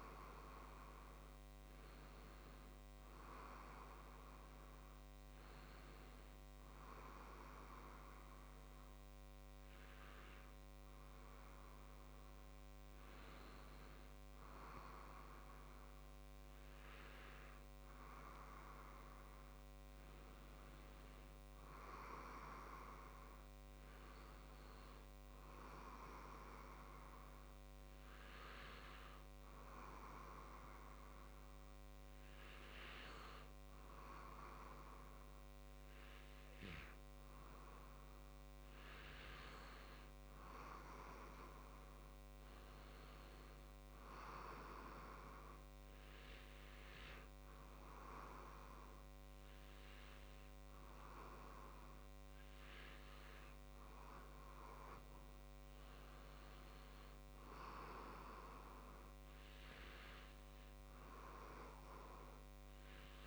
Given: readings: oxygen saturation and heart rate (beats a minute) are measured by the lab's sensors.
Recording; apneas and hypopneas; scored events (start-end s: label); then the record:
breathing in sleep by a microphone on the trachea; none
none scored
From the record:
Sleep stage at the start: N2 (light sleep); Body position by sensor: on the back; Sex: male